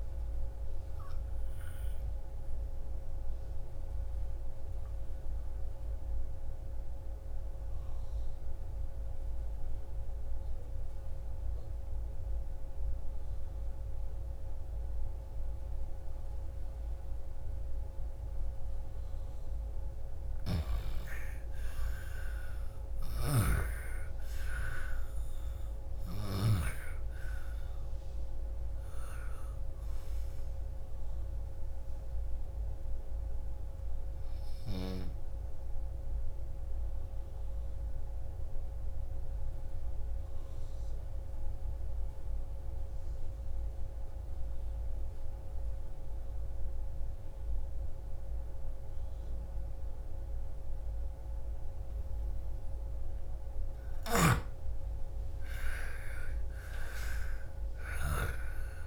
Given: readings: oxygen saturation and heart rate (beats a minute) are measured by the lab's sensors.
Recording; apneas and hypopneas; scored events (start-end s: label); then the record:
breathing in sleep by a room microphone; 2
0.00-16.50 s: oxygen desaturation (device-marked, oxygen 80% lowest)
2.00-20.00 s: obstructive apnea (oxygen 98% before, 80% lowest)
20.50-24.00 s: arousal
22.50-42.50 s: oxygen desaturation (device-marked, oxygen 99% before, 88% lowest, heart rate 34 before, 27 extreme)
23.00-26.50 s: snoring (device-marked)
36.50-53.50 s: obstructive apnea (oxygen 99% before, 82% lowest)
52.50-58.86 s: oxygen desaturation (device-marked, oxygen 98% before, 82% lowest)
55.00-58.86 s: arousal
From the record:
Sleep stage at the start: N2 (light sleep); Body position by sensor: on the left side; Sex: female